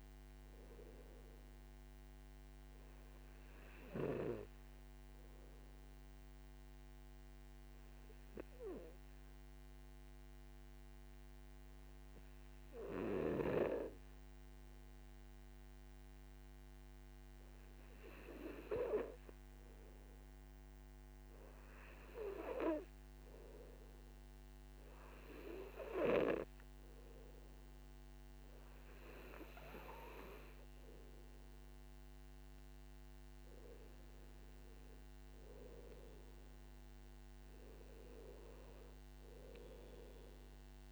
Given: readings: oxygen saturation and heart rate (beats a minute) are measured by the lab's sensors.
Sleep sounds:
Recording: breathing in sleep by a microphone on the trachea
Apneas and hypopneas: 1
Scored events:
0.00-17.00 s: oxygen desaturation (device-marked, oxygen 97% before, 93% lowest, heart rate 57 before, 56 extreme)
5.50-19.00 s: obstructive apnea (oxygen 97% before, 91% lowest, heart rate 58 before, 57 extreme, up 5 after)
21.00-24.00 s: arousal
27.00-40.92 s: oxygen desaturation (device-marked, oxygen 97% before, 91% lowest, heart rate 59 before, 58 extreme)
From the record:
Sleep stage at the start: N2 (light sleep)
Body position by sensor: on the back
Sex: male

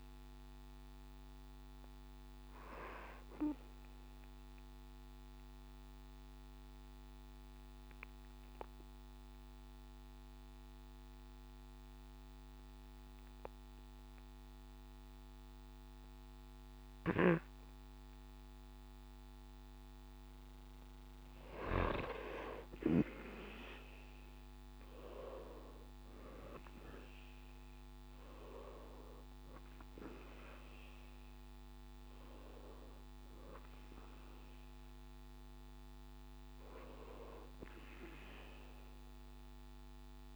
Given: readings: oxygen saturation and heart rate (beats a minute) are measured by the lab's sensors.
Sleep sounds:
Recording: breathing in sleep by a microphone on the trachea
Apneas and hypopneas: 1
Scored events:
0.00-10.00 s: oxygen desaturation (device-marked, oxygen 94% lowest, heart rate 63 extreme)
3.00-19.00 s: obstructive apnea (oxygen 98% before, 94% lowest, heart rate 71 before, 63 extreme, up 4 after)
24.00-27.00 s: arousal
From the record:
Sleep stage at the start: N2 (light sleep)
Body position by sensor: on the back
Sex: male

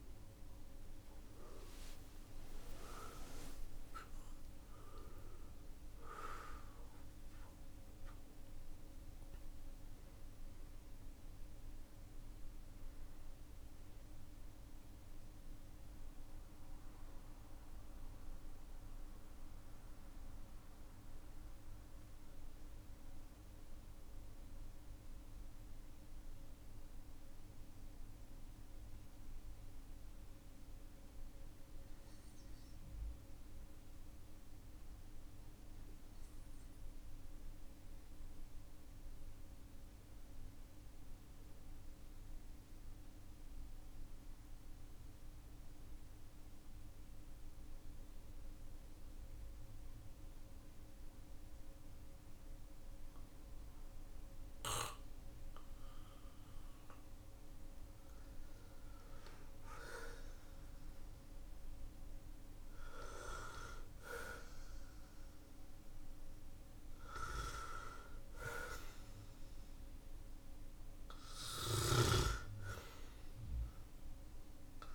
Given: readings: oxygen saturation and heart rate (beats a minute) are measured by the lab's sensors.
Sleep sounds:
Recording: a person partly awake in a sleep study, by a room microphone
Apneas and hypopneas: 1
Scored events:
0.00-36.00 s: oxygen desaturation (device-marked, oxygen 92% lowest, heart rate 41 extreme)
25.00-74.95 s: new sleep stage, N2 (light sleep)
37.50-59.00 s: obstructive apnea (oxygen 97% before, 90% lowest, heart rate 45 before, 45 extreme, up 12 after)
54.00-74.95 s: oxygen desaturation (device-marked, oxygen 99% before, 90% lowest, heart rate 51 before, 44 extreme)
59.50-67.00 s: arousal
From the record:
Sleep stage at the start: awake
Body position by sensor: on the back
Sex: male

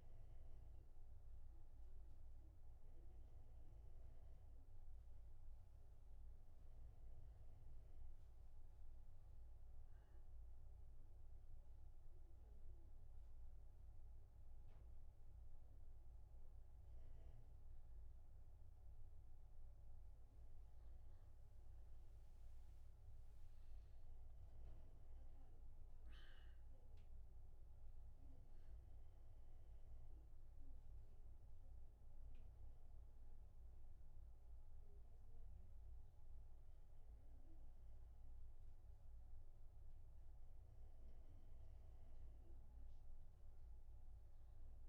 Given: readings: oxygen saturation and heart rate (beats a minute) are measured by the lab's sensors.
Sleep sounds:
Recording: breathing in sleep, hard to hear, by a room microphone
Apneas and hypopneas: none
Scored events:
24.50-29.50 s: arousal
From the record:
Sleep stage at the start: N1 (lightest sleep)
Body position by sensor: on the back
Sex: male

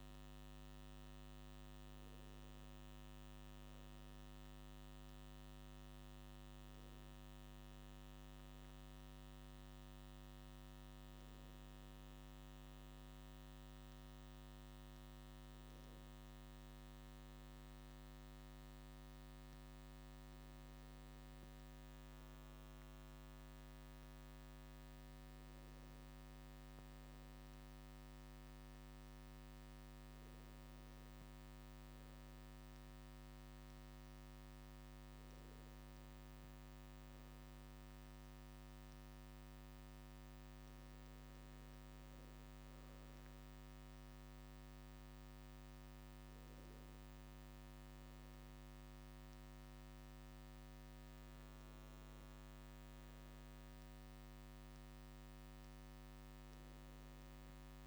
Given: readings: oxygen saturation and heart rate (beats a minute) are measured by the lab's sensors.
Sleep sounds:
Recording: a person awake in a sleep study, hard to hear, by a microphone on the trachea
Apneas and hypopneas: none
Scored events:
none scored
From the record:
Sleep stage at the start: awake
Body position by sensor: on the right side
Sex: male

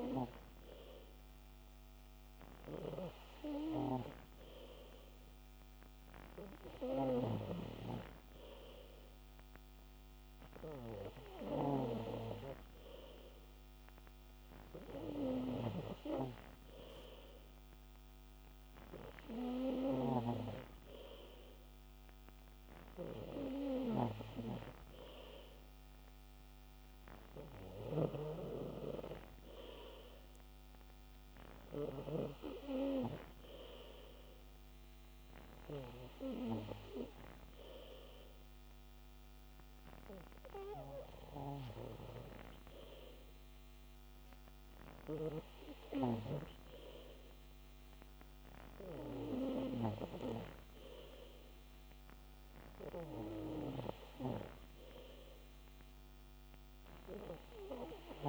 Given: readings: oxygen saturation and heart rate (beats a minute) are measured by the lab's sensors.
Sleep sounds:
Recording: breathing in sleep by a microphone on the trachea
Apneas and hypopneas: none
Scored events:
none scored
From the record:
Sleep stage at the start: N3 (deep sleep)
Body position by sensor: on the back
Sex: male

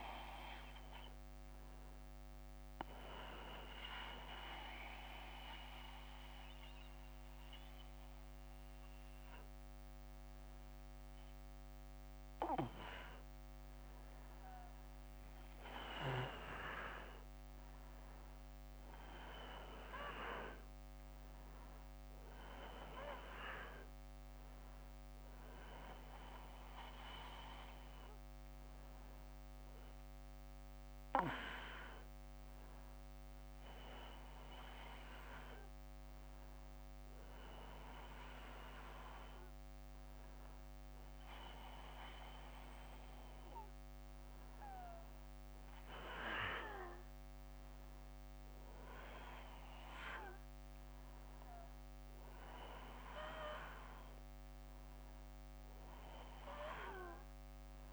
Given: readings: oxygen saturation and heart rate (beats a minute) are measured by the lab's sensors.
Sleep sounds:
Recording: breathing in sleep by a microphone on the trachea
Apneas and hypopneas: none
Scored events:
47.50-57.93 s: new sleep stage, awake
From the record:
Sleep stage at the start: N1 (lightest sleep)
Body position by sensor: on the back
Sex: male

